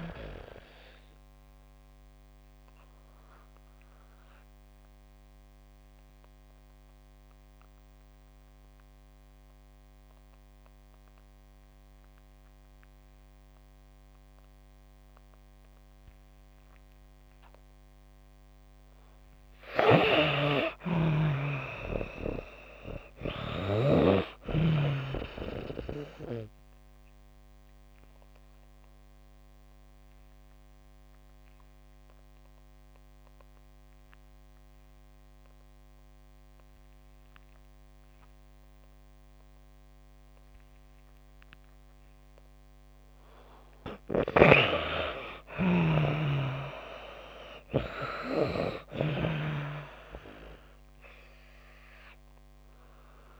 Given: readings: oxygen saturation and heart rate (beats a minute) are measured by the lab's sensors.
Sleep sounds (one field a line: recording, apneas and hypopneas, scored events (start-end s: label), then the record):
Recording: breathing in sleep by a microphone on the trachea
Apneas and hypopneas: 2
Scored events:
0.00-24.00 s: oxygen desaturation (device-marked, oxygen 74% lowest)
0.50-18.50 s: obstructive apnea (oxygen 95% before, 74% lowest)
20.50-23.50 s: arousal
20.50-24.50 s: snoring (device-marked)
26.50-42.00 s: obstructive apnea (oxygen 98% before, 89% lowest)
39.00-48.00 s: oxygen desaturation (device-marked, oxygen 98% before, 89% lowest)
49.00-52.50 s: arousal
From the record:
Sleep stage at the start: N2 (light sleep)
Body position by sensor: on the back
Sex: female